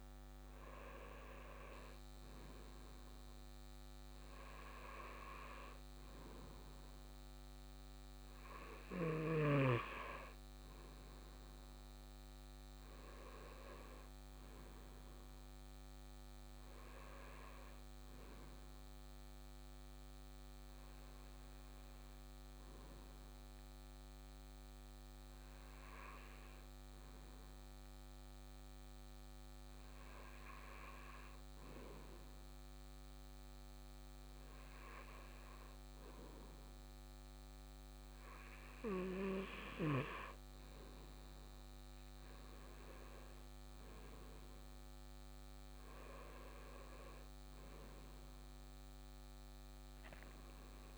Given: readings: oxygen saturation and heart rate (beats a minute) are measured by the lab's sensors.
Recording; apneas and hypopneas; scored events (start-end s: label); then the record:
breathing in sleep by a microphone on the trachea; none
none scored
From the record:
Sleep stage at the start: N2 (light sleep); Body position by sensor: on the right side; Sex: male